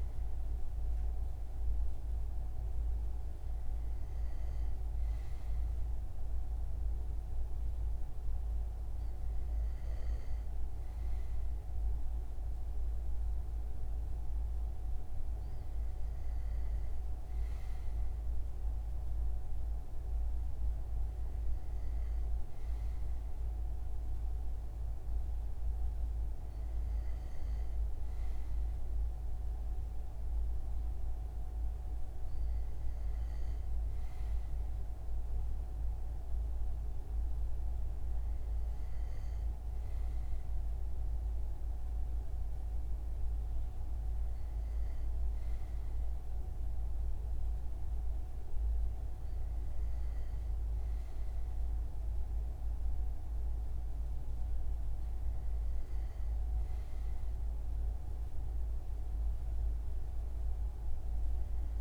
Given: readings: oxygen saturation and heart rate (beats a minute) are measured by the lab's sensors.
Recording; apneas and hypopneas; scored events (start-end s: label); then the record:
breathing in sleep, hard to hear, by a room microphone; none
none scored
From the record:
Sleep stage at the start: N2 (light sleep); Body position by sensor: on the front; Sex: male